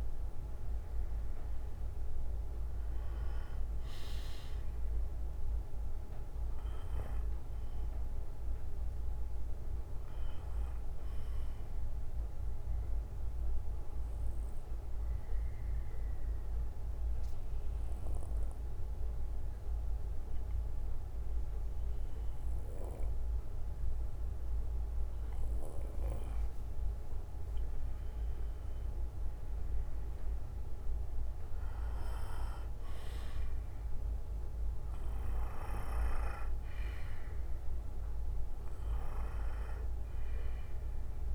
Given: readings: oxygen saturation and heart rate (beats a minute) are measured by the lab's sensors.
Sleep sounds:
breathing in sleep by a room microphone; 1
0.00-3.00 s: arousal
3.50-12.50 s: bradycardia (device-marked, heart rate 60 before, 56 extreme)
12.00-27.50 s: obstructive apnea (oxygen 96% before, 92% lowest, heart rate 61 before, 52 extreme, up 12 after)
13.50-23.50 s: bradycardia (device-marked, heart rate 60 before, 52 extreme)
30.00-33.00 s: arousal
31.50-38.50 s: bradycardia (device-marked, heart rate 60 before, 58 extreme)
From the record:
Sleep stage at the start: N2 (light sleep); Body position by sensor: on the back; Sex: male

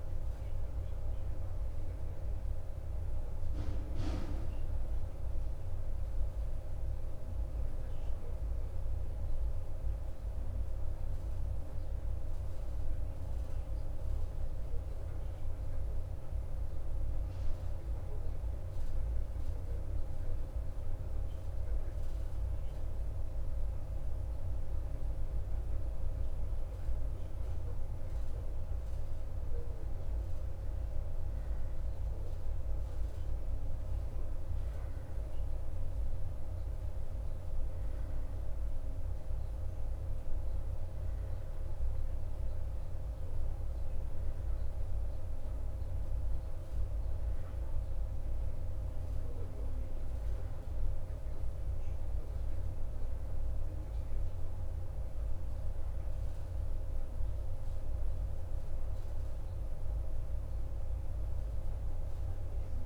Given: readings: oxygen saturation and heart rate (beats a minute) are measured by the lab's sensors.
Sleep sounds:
breathing in sleep, hard to hear, by a room microphone; 1
0.00-3.50 s: arousal
0.00-10.00 s: oxygen desaturation (device-marked, oxygen 90% lowest, heart rate 54 extreme)
6.00-25.50 s: obstructive apnea (oxygen 94% before, 88% lowest, heart rate 56 before, 54 extreme, up 1 after)
28.00-33.00 s: arousal
52.00-62.86 s: oxygen desaturation (device-marked, oxygen 92% before, 88% lowest, heart rate 56 before, 53 extreme)
From the record:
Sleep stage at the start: REM sleep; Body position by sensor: on the back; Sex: male

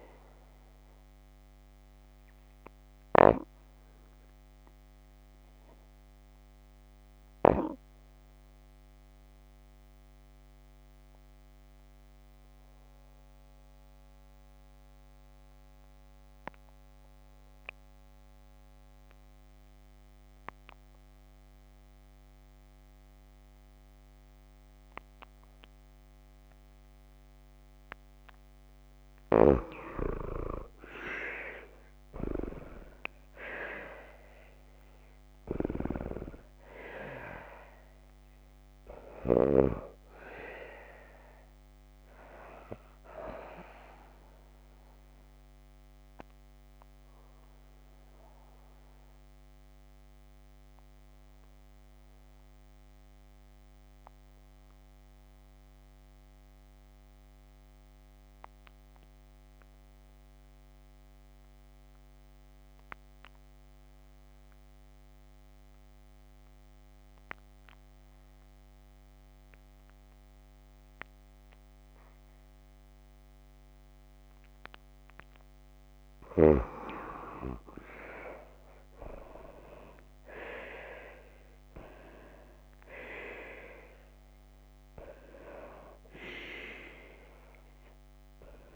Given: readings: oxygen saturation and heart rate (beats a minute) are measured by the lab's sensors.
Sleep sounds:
breathing in sleep by a microphone on the trachea; 2
8.50-28.00 s: obstructive apnea (oxygen 95% before, 86% lowest, heart rate 59 before, 52 extreme, up 28 after)
30.00-34.50 s: arousal
31.00-47.00 s: oxygen desaturation (device-marked, oxygen 94% before, 86% lowest, heart rate 54 before, 54 extreme)
45.00-74.50 s: obstructive apnea (oxygen 94% before, 85% lowest, heart rate 64 before, 54 extreme, up 7 after)
70.00-80.00 s: oxygen desaturation (device-marked, oxygen 95% before, 88% lowest, heart rate 55 before, 54 extreme)
78.00-84.00 s: arousal
From the record:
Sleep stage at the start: N2 (light sleep); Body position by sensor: on the back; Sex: female

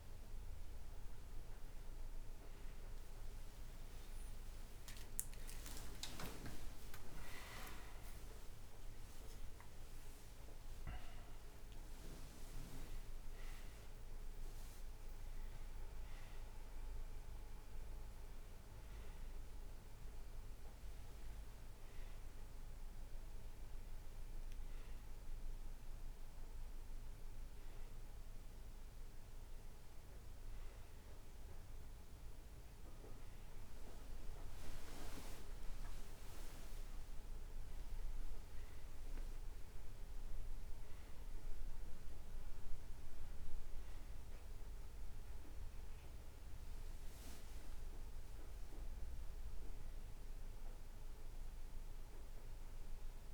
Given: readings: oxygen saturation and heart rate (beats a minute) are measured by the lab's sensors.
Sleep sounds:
a person awake in a sleep study, by a room microphone; none
none scored
From the record:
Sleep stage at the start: awake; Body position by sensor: on the back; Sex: male

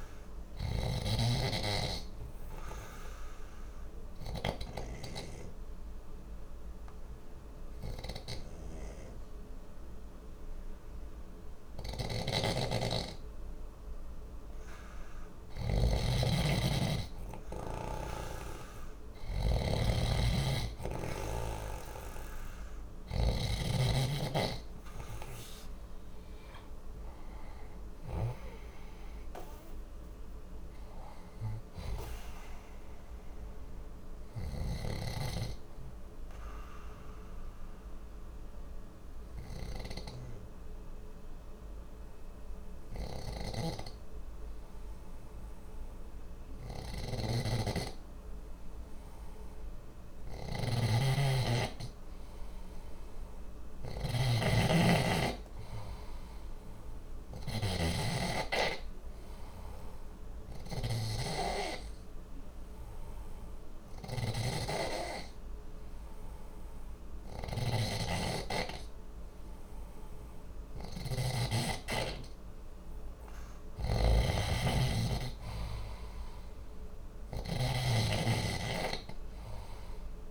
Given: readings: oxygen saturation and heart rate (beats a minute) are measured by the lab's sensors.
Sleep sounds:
breathing in sleep by a room microphone; 3
0.00-5.00 s: snoring (device-marked)
0.00-8.50 s: oxygen desaturation (device-marked, oxygen 92% lowest, heart rate 59 extreme)
0.50-15.50 s: obstructive apnea (oxygen 95% before, 91% lowest, heart rate 60 before, 59 extreme, up 1 after)
11.50-23.00 s: snoring (device-marked)
20.50-36.50 s: oxygen desaturation (device-marked, oxygen 94% before, 91% lowest, heart rate 61 before, 59 extreme)
24.00-28.00 s: arousal
34.00-49.50 s: obstructive apnea (oxygen 94% before, 91% lowest, heart rate 61 before, 59 extreme, up 3 after)
43.00-80.31 s: snoring (device-marked)
52.00-55.50 s: arousal
60.00-71.00 s: obstructive apnea (oxygen 97% before, 91% lowest, heart rate 60 before, 60 extreme, up 0 after)
72.50-75.50 s: arousal
73.50-80.31 s: oxygen desaturation (device-marked, oxygen 95% before, 92% lowest, heart rate 60 before, 60 extreme)
From the record:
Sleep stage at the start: N2 (light sleep); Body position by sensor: on the left side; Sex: male

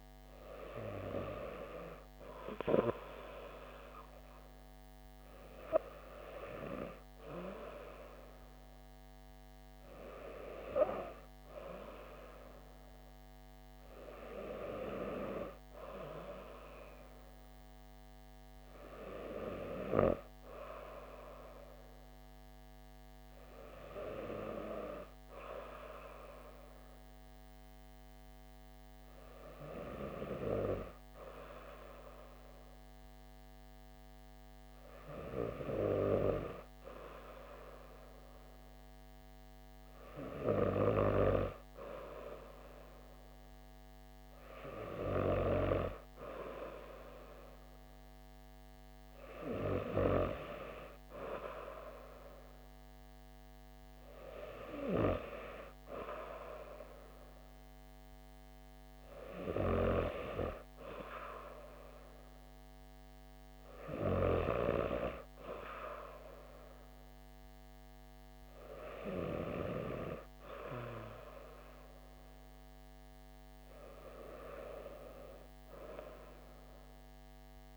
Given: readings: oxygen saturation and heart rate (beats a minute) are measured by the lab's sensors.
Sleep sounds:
breathing in sleep by a microphone on the trachea; none
none scored
From the record:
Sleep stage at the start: N2 (light sleep); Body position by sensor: on the back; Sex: female

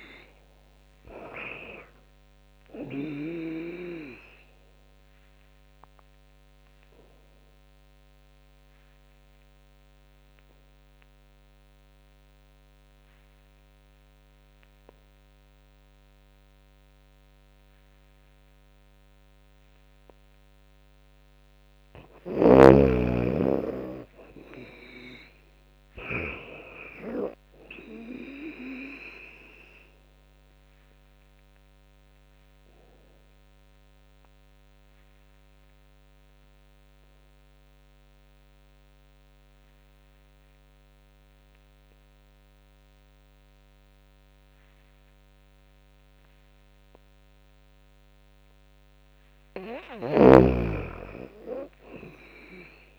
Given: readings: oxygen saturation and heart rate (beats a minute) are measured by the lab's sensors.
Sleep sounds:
breathing in sleep by a microphone on the trachea; 2
0.00-3.00 s: snoring (device-marked)
0.00-11.50 s: drop in pulse transit time (device-marked, heart rate 66 extreme)
4.50-22.50 s: oxygen desaturation (device-marked, oxygen 98% before, 91% lowest, heart rate 74 before, 63 extreme)
5.50-21.00 s: obstructive apnea (oxygen 98% before, 91% lowest, heart rate 75 before, 63 extreme, up 20 after)
21.50-26.00 s: snoring (device-marked)
23.00-26.00 s: arousal
24.50-37.50 s: drop in pulse transit time (device-marked, heart rate 72 before, 66 extreme)
30.00-48.50 s: obstructive apnea (oxygen 97% before, 93% lowest, heart rate 73 before, 63 extreme, up 19 after)
49.50-52.99 s: snoring (device-marked)
50.50-52.99 s: arousal
51.50-52.99 s: drop in pulse transit time (device-marked, heart rate 69 before, 76 extreme)
From the record:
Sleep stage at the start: N2 (light sleep); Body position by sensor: on the back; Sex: female

